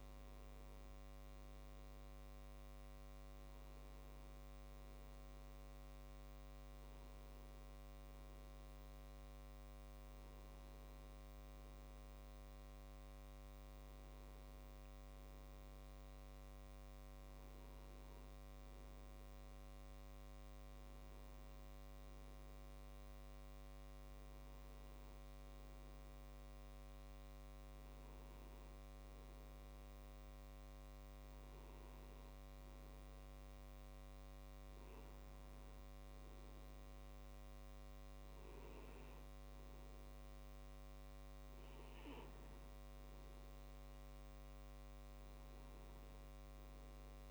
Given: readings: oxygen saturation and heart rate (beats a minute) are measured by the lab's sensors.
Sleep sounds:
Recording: breathing in sleep, hard to hear, by a microphone on the trachea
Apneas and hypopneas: none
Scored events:
none scored
From the record:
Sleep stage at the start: N1 (lightest sleep)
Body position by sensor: on the back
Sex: male

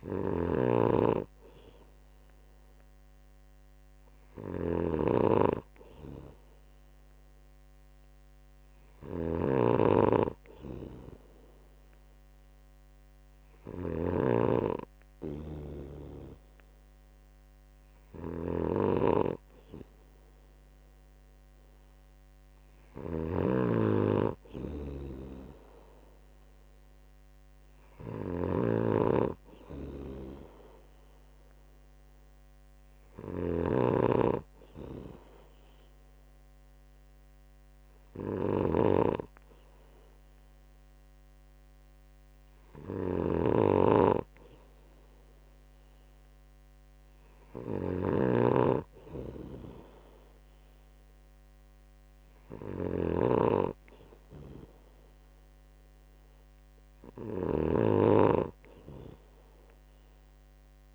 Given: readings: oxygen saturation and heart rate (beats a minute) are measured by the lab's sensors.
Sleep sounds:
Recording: breathing in sleep by a microphone on the trachea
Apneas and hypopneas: none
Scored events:
0.00-60.95 s: snoring (device-marked)
From the record:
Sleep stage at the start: N2 (light sleep)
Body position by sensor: on the right side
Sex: male

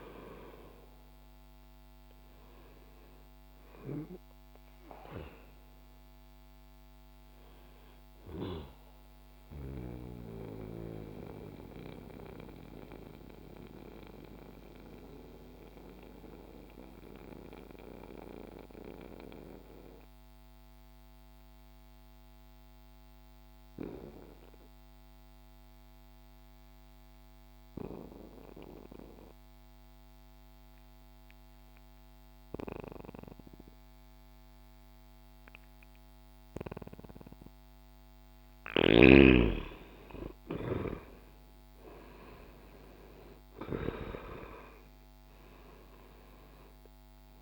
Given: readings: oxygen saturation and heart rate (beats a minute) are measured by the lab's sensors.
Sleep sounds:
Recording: breathing in sleep by a microphone on the trachea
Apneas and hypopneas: 1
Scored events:
0.00-9.00 s: oxygen desaturation (device-marked, oxygen 91% lowest, heart rate 60 extreme)
9.00-36.50 s: mixed apnea (oxygen 97% before, 86% lowest, heart rate 63 before, 59 extreme, up 5 after)
16.00-28.00 s: oxygen desaturation (device-marked, oxygen 92% before, 86% lowest, heart rate 63 before, 59 extreme)
38.00-43.50 s: arousal
43.00-47.42 s: oxygen desaturation (device-marked, oxygen 96% before, 90% lowest, heart rate 61 before, 61 extreme)
From the record:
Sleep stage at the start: N2 (light sleep)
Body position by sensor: on the back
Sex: male

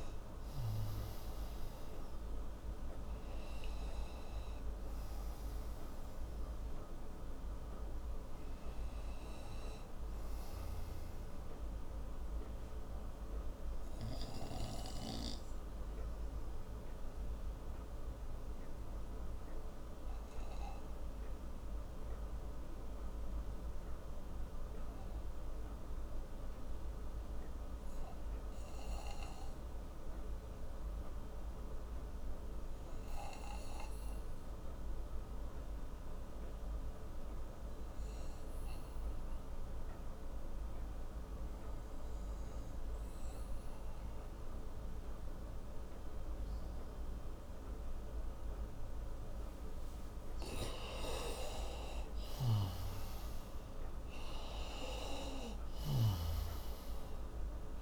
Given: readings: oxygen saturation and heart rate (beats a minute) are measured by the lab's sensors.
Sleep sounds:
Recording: breathing in sleep by a room microphone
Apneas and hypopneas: 1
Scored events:
0.00-23.00 s: oxygen desaturation (device-marked, oxygen 88% lowest)
15.50-49.00 s: obstructive apnea (oxygen 95% before, 89% lowest)
44.00-57.82 s: oxygen desaturation (device-marked, oxygen 97% before, 89% lowest)
49.50-53.50 s: arousal
From the record:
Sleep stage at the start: N2 (light sleep)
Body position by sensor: on the right side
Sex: male

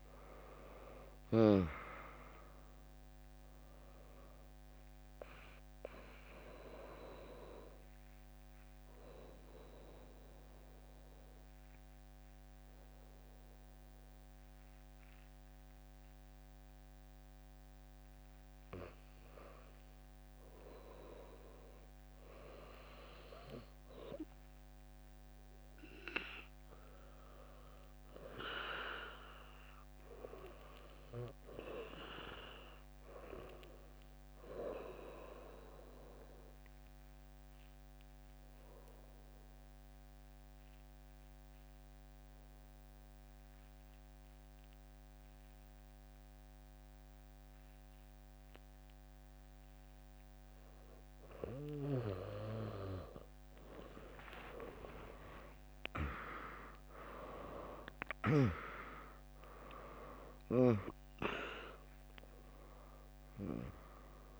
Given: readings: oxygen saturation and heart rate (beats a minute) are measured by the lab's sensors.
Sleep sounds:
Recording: breathing in sleep by a microphone on the trachea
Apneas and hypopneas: 2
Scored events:
0.00-15.00 s: oxygen desaturation (device-marked, oxygen 100% before, 96% lowest, heart rate 76 before, 59 extreme)
8.50-20.00 s: obstructive apnea (oxygen 100% before, 95% lowest, heart rate 74 before, 59 extreme)
20.50-25.50 s: arousal
21.00-23.00 s: bradycardia (device-marked, heart rate 82 before, 60 extreme)
36.00-52.00 s: obstructive apnea (oxygen 99% before, 95% lowest, heart rate 65 before, 61 extreme, up 3 after)
37.00-47.00 s: drop in pulse transit time (device-marked, heart rate 64 before, 67 extreme)
54.00-60.50 s: arousal
57.00-64.40 s: drop in pulse transit time (device-marked, heart rate 71 before, 64 extreme)
57.00-64.40 s: oxygen desaturation (device-marked, oxygen 99% before, 95% lowest, heart rate 71 before, 58 extreme)
From the record:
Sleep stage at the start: N2 (light sleep)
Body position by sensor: on the back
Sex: female

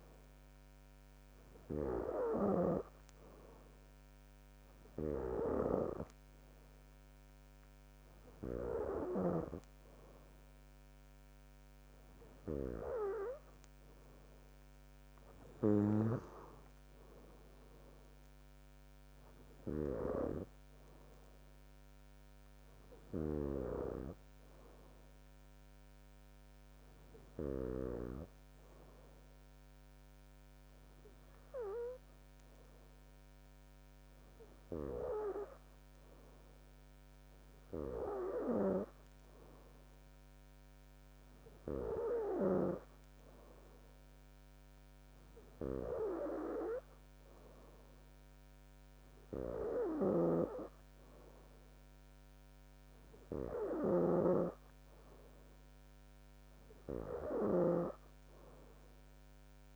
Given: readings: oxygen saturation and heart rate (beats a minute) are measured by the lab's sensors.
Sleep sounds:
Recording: breathing in sleep by a microphone on the trachea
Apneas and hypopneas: none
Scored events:
20.50-30.50 s: bradycardia (device-marked, heart rate 64 before, 56 extreme)
50.00-58.00 s: snoring (device-marked)
From the record:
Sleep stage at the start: N2 (light sleep)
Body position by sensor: on the back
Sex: female

